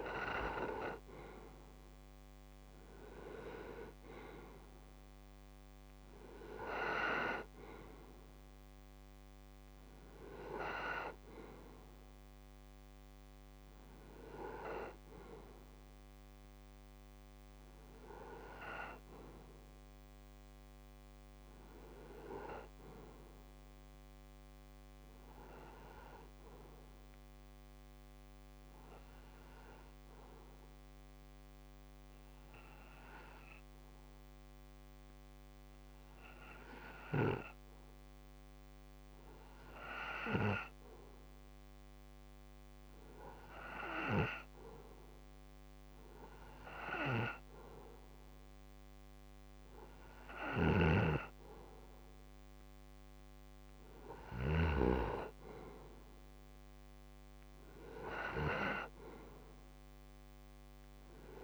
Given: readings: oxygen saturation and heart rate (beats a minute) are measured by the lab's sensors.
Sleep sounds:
breathing in sleep by a microphone on the trachea; 1
0.00-21.50 s: oxygen desaturation (device-marked, oxygen 90% lowest)
26.50-39.00 s: obstructive apnea (oxygen 95% before, 92% lowest)
42.00-45.50 s: arousal
44.50-61.44 s: oxygen desaturation (device-marked, oxygen 95% before, 92% lowest)
50.00-54.50 s: snoring (device-marked)
From the record:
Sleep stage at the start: N2 (light sleep); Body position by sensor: on the right side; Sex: male

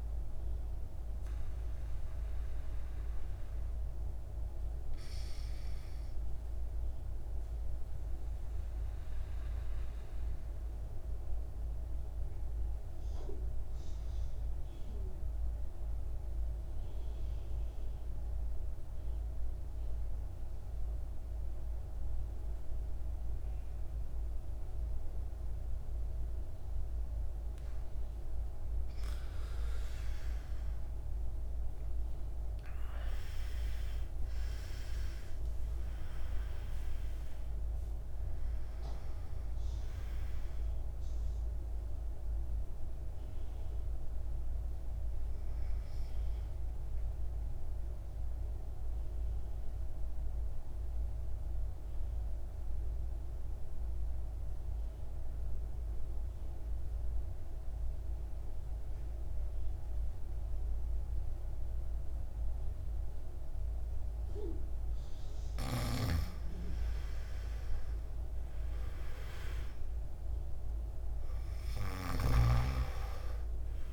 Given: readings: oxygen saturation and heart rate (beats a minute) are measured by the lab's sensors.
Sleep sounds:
breathing in sleep, hard to hear, by a room microphone; 2
0.00-15.00 s: oxygen desaturation (device-marked, oxygen 86% lowest, heart rate 53 extreme)
7.50-27.50 s: mixed apnea (oxygen 98% before, 85% lowest, heart rate 66 before, 53 extreme, up 19 after)
29.50-34.00 s: arousal
30.00-57.00 s: oxygen desaturation (device-marked, oxygen 99% before, 85% lowest, heart rate 54 before, 53 extreme)
48.00-65.00 s: mixed apnea (oxygen 99% before, 85% lowest, heart rate 63 before, 51 extreme, up 8 after)
67.00-70.50 s: arousal
From the record:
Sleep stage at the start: N2 (light sleep); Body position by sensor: on the back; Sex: male

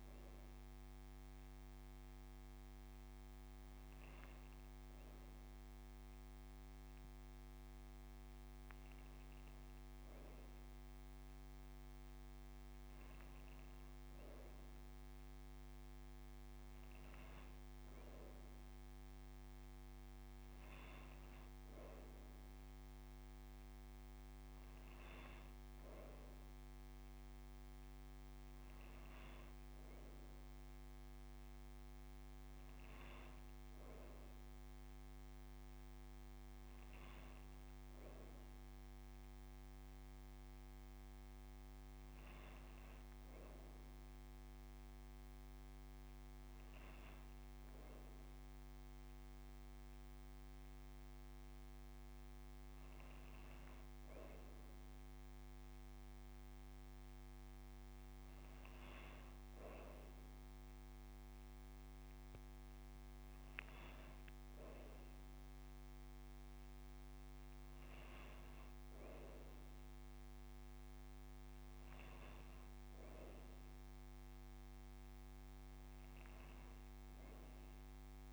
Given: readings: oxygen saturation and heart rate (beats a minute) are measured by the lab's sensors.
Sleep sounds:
breathing in sleep, hard to hear, by a microphone on the trachea; none
none scored
From the record:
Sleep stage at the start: N2 (light sleep); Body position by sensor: on the right side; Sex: female

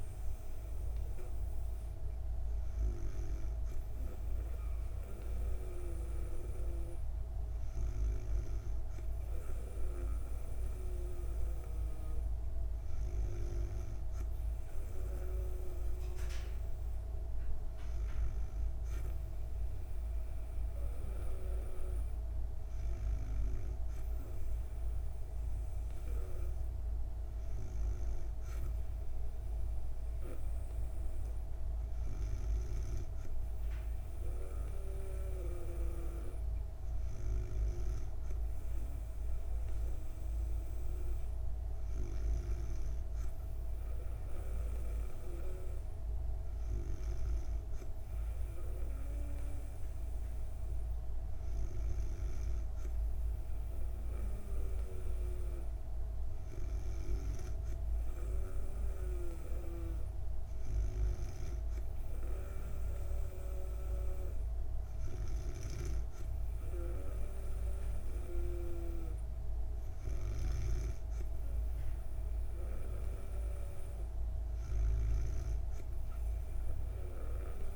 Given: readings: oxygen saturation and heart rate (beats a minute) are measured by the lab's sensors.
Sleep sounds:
breathing in sleep by a room microphone; none
65.00-70.50 s: snoring (device-marked)
From the record:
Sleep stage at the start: N2 (light sleep); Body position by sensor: on the back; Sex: female

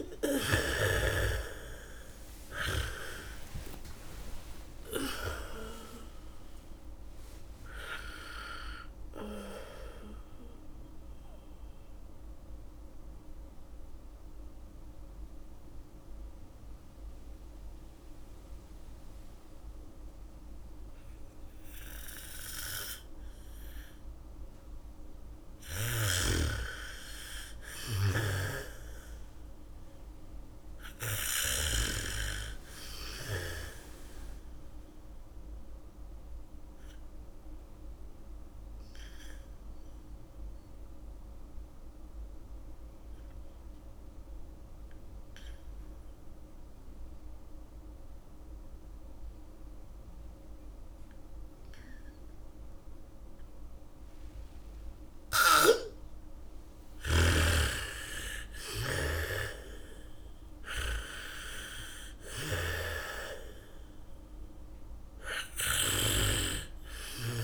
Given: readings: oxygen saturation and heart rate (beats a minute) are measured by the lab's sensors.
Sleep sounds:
breathing in sleep by a room microphone; 2
0.00-25.50 s: oxygen desaturation (device-marked, oxygen 76% lowest, heart rate 35 extreme)
0.50-5.50 s: arousal
8.50-14.50 s: bradycardia (device-marked, heart rate 65 before, 36 extreme)
11.00-25.00 s: mixed apnea (oxygen 98% before, 76% lowest, heart rate 69 before, 50 extreme, up 27 after)
25.50-31.50 s: bradycardia (device-marked, heart rate 66 before, 58 extreme)
27.00-30.50 s: arousal
35.50-48.50 s: oxygen desaturation (device-marked, oxygen 99% before, 92% lowest, heart rate 68 before, 26 extreme)
36.50-55.00 s: obstructive apnea (oxygen 99% before, 83% lowest, heart rate 69 before, 26 extreme)
54.50-67.44 s: oxygen desaturation (device-marked, oxygen 98% before, 85% lowest, heart rate 77 before, 26 extreme)
55.50-67.44 s: snoring (device-marked)
57.00-61.50 s: arousal
57.50-63.50 s: bradycardia (device-marked, heart rate 66 before, 26 extreme)
From the record:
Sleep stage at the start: N2 (light sleep); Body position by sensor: on the back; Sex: female

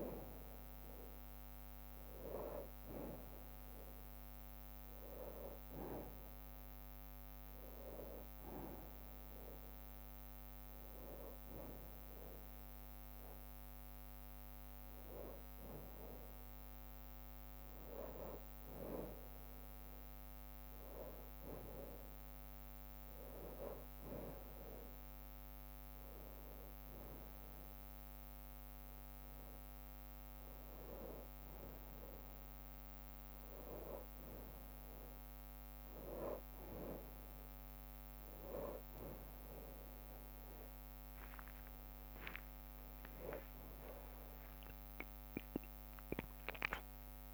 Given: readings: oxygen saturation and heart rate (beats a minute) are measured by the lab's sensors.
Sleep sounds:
a person partly awake in a sleep study, by a microphone on the trachea; none
27.50-34.50 s: bradycardia (device-marked, heart rate 75 before, 56 extreme)
29.50-47.34 s: new sleep stage, awake
From the record:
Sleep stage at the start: N2 (light sleep); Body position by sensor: on the back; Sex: male

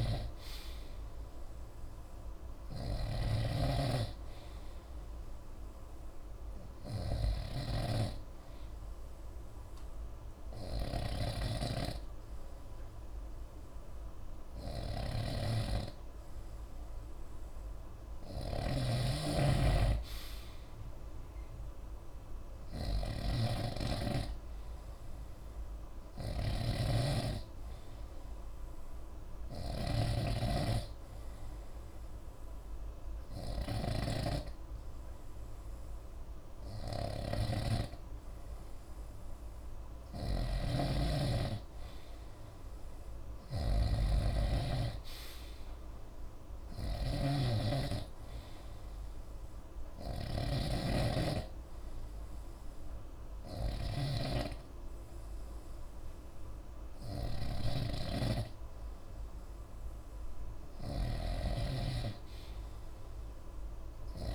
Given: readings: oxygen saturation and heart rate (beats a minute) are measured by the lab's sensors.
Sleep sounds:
breathing in sleep by a room microphone; none
0.00-64.35 s: snoring (device-marked)
1.00-64.35 s: new sleep stage, N3 (deep sleep)
From the record:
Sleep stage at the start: N2 (light sleep); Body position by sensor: on the right side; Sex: male

